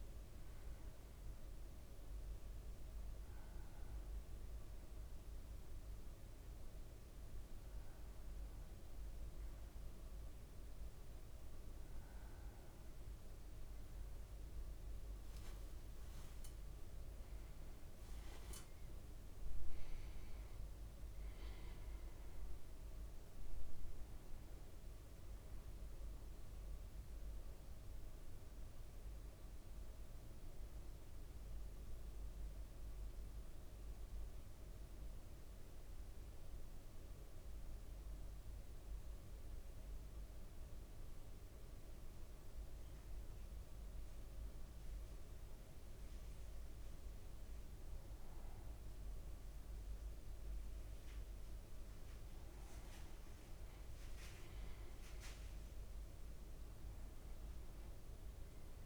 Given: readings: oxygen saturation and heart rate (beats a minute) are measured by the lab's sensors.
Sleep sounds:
a person partly awake in a sleep study, hard to hear, by a room microphone; 1
13.50-58.86 s: new sleep stage, N1 (lightest sleep)
32.00-47.50 s: mixed apnea (oxygen 99% before, 95% lowest, heart rate 63 before, 55 extreme, up 2 after)
51.00-56.00 s: arousal
55.50-58.86 s: oxygen desaturation (device-marked, oxygen 98% before, 95% lowest, heart rate 55 before, 55 extreme)
From the record:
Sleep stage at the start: awake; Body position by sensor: on the back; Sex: male

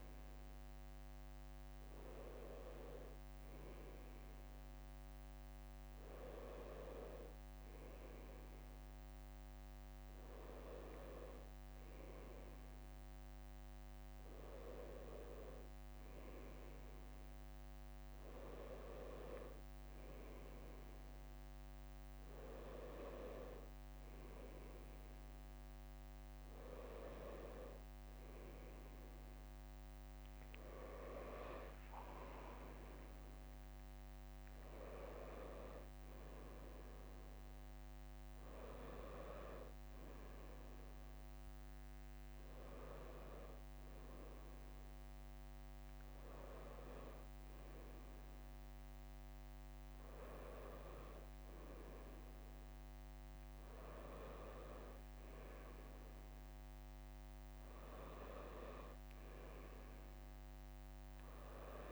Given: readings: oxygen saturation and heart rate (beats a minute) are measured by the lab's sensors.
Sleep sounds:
a person partly awake in a sleep study, by a microphone on the trachea; none
38.50-61.92 s: new sleep stage, awake
From the record:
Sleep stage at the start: N1 (lightest sleep); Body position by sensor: on the right side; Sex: male

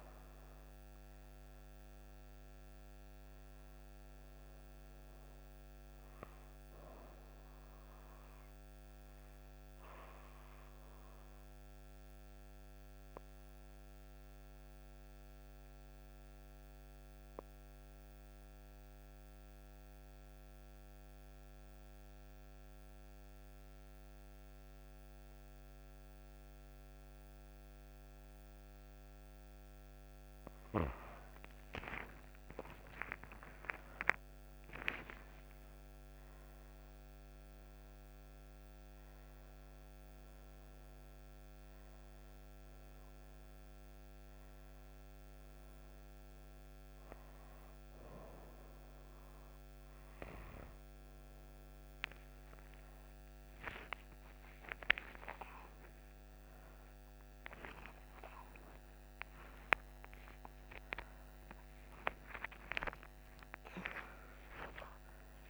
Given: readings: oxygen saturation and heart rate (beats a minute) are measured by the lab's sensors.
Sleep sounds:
breathing in sleep by a microphone on the trachea; 1
0.00-13.50 s: oxygen desaturation (device-marked, oxygen 90% lowest)
8.00-29.50 s: obstructive apnea (oxygen 98% before, 88% lowest)
18.50-26.50 s: oxygen desaturation (device-marked, oxygen 91% before, 88% lowest)
34.50-60.50 s: oxygen desaturation (device-marked, oxygen 99% before, 91% lowest)
49.50-65.49 s: new sleep stage, awake
From the record:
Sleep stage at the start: N2 (light sleep); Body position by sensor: on the right side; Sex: female

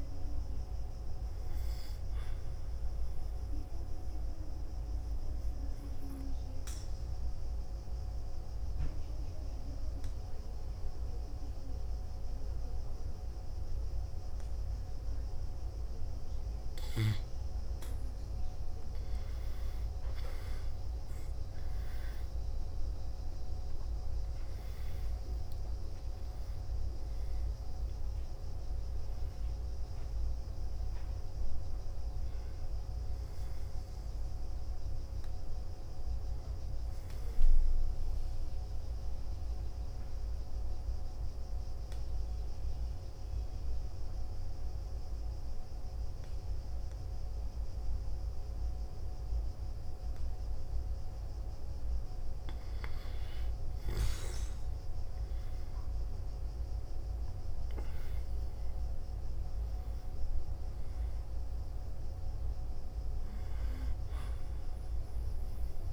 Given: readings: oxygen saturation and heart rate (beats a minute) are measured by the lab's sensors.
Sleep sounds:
breathing in sleep, hard to hear, by a room microphone; 2
0.00-17.50 s: oxygen desaturation (device-marked, oxygen 93% lowest, heart rate 57 extreme)
5.50-18.50 s: obstructive apnea (oxygen 98% before, 93% lowest, heart rate 61 before, 57 extreme, up 2 after)
20.50-24.50 s: arousal
39.50-52.00 s: obstructive apnea (oxygen 98% before, 91% lowest, heart rate 60 before, 59 extreme, up 0 after)
54.00-58.50 s: arousal
From the record:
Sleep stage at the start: N2 (light sleep); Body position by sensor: on the back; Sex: male

